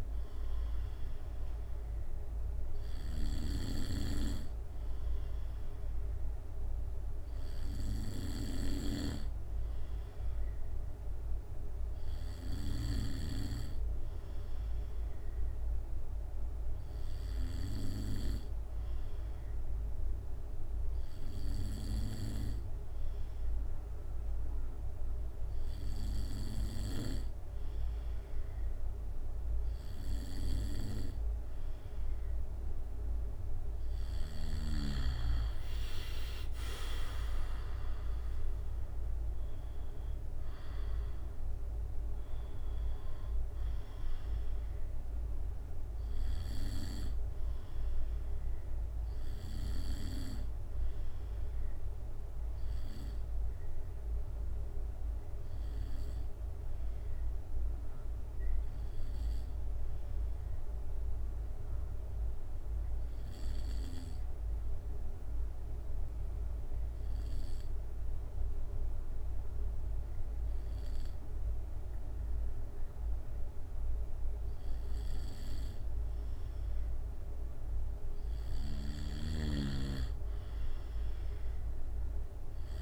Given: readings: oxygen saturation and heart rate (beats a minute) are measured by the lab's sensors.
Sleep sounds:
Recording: breathing in sleep by a room microphone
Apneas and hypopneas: 2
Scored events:
14.00-33.00 s: obstructive apnea (oxygen 96% before, 94% lowest, heart rate 66 before, 65 extreme, up 14 after)
36.50-40.00 s: arousal
37.00-50.00 s: drop in pulse transit time (device-marked, heart rate 70 before, 66 extreme)
53.00-78.00 s: obstructive apnea (oxygen 96% before, 94% lowest, heart rate 74 before, 64 extreme, up 10 after)
81.00-82.82 s: arousal
From the record:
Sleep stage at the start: N2 (light sleep)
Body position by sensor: on the back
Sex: male

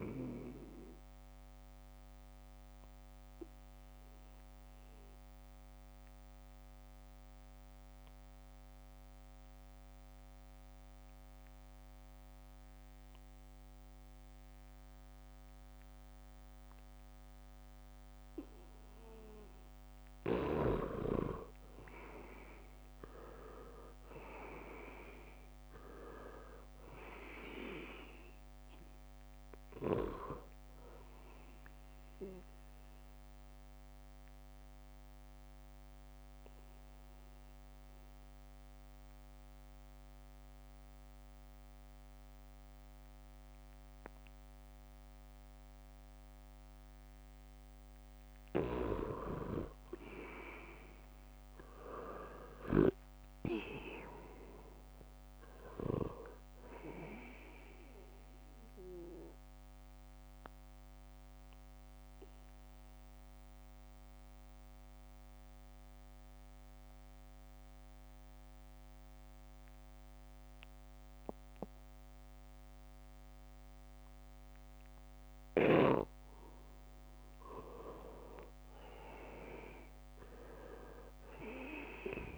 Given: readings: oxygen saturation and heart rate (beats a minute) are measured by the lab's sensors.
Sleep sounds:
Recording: breathing in sleep by a microphone on the trachea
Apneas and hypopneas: 3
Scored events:
0.00-12.50 s: oxygen desaturation (device-marked, oxygen 83% lowest, heart rate 76 extreme)
3.50-20.50 s: obstructive apnea (oxygen 98% before, 83% lowest, heart rate 77 before, 76 extreme)
21.00-25.50 s: leg movement (device-marked)
23.00-26.50 s: arousal
23.50-41.50 s: oxygen desaturation (device-marked, oxygen 98% before, 83% lowest, heart rate 80 before, 77 extreme)
33.00-48.00 s: obstructive apnea (oxygen 98% before, 83% lowest, heart rate 79 before, 77 extreme, up 0 after)
50.50-54.00 s: arousal
53.50-75.50 s: oxygen desaturation (device-marked, oxygen 98% before, 83% lowest, heart rate 81 before, 73 extreme)
60.50-76.00 s: obstructive apnea (oxygen 98% before, 83% lowest, heart rate 79 before, 73 extreme)
78.50-82.38 s: arousal
80.50-82.38 s: oxygen desaturation (device-marked, oxygen 98% before, 83% lowest, heart rate 79 before, 75 extreme)
From the record:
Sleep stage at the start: N2 (light sleep)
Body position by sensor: on the back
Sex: male

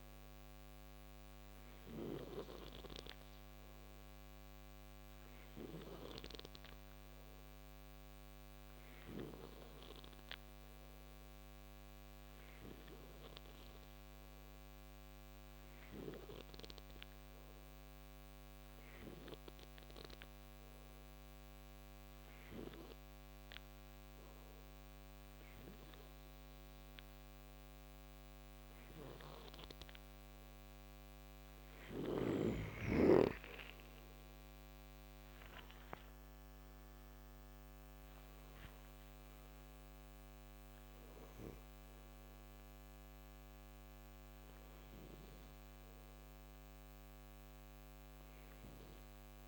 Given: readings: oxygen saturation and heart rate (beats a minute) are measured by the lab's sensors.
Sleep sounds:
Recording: breathing in sleep by a microphone on the trachea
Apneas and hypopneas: 1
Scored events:
4.00-31.00 s: hypopnea (oxygen 96% before, 91% lowest, heart rate 58 before, 52 extreme, up 43 after)
31.00-35.50 s: snoring (device-marked)
32.50-38.00 s: arousal
From the record:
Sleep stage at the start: N2 (light sleep)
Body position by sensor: on the right side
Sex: male

